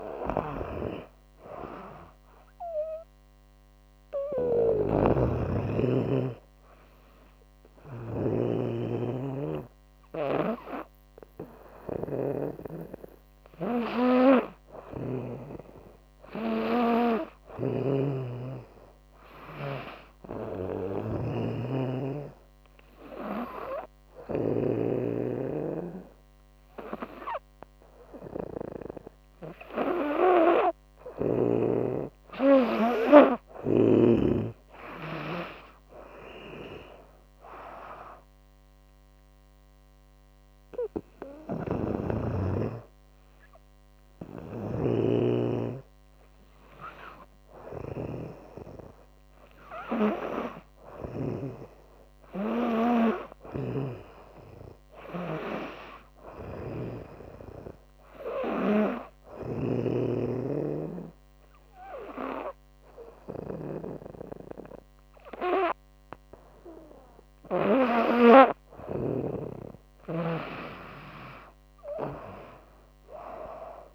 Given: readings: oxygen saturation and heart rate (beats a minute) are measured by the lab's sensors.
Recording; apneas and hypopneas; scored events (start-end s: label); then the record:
breathing in sleep by a microphone on the trachea; 4
0.00-19.50 s: oxygen desaturation (device-marked, oxygen 94% lowest, heart rate 74 extreme)
2.50-12.50 s: hypopnea (oxygen 99% before, 94% lowest, heart rate 77 before, 74 extreme, up 9 after)
3.50-14.50 s: snoring (device-marked)
15.00-17.50 s: arousal
16.50-23.50 s: snoring (device-marked)
20.00-30.00 s: obstructive apnea (oxygen 98% before, 95% lowest, heart rate 79 before, 76 extreme, up 7 after)
33.00-36.50 s: arousal
38.50-48.50 s: hypopnea (oxygen 99% before, 95% lowest, heart rate 82 before, 74 extreme, up 4 after)
40.50-50.50 s: snoring (device-marked)
51.00-54.50 s: arousal
52.50-68.50 s: snoring (device-marked)
58.00-68.00 s: obstructive apnea (oxygen 98% before, 95% lowest, heart rate 81 before, 72 extreme, up 12 after)
70.00-73.00 s: arousal
70.50-73.95 s: oxygen desaturation (device-marked, oxygen 98% before, 95% lowest, heart rate 78 before, 72 extreme)
From the record:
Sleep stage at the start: N2 (light sleep); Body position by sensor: on the back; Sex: female